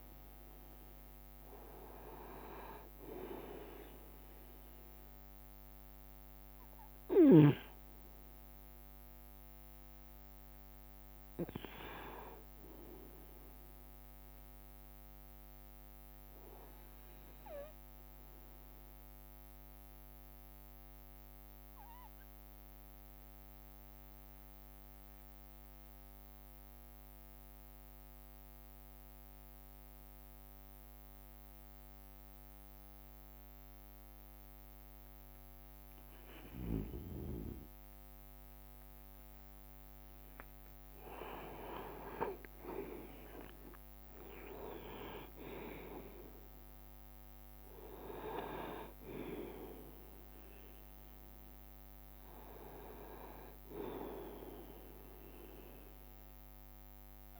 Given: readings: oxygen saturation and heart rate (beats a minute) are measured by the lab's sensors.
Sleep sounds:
breathing in sleep by a microphone on the trachea; 1
0.00-14.00 s: bradycardia (device-marked)
0.00-16.00 s: oxygen desaturation (device-marked, oxygen 94% lowest)
17.00-40.00 s: obstructive apnea (oxygen 97% before, 91% lowest)
21.50-23.50 s: long interval between heartbeats (device-marked)
23.00-44.00 s: bradycardia (device-marked)
24.00-27.50 s: leg movement (device-marked)
36.50-37.50 s: leg movement (device-marked)
37.50-39.00 s: leg movement (device-marked)
40.00-46.50 s: leg movement (device-marked)
41.00-57.40 s: oxygen desaturation (device-marked, oxygen 97% before, 91% lowest)
42.50-47.00 s: arousal
46.50-54.50 s: leg movement (device-marked)
55.50-56.50 s: leg movement (device-marked)
From the record:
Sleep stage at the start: N2 (light sleep); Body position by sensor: on the right side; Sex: male

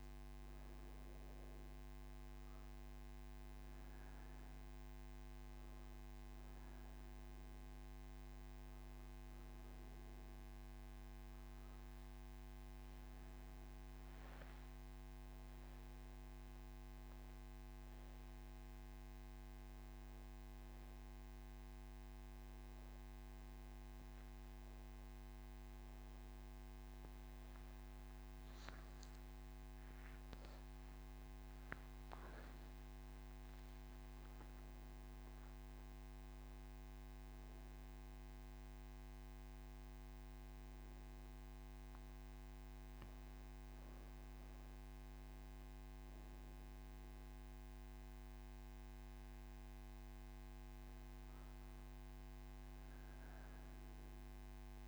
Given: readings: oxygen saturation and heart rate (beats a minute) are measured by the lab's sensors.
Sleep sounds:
breathing in sleep, hard to hear, by a microphone on the trachea; 1
34.50-54.88 s: new sleep stage, N3 (deep sleep)
37.00-49.50 s: hypopnea (oxygen 97% before, 93% lowest)
From the record:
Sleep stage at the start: N1 (lightest sleep); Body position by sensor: on the right side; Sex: female

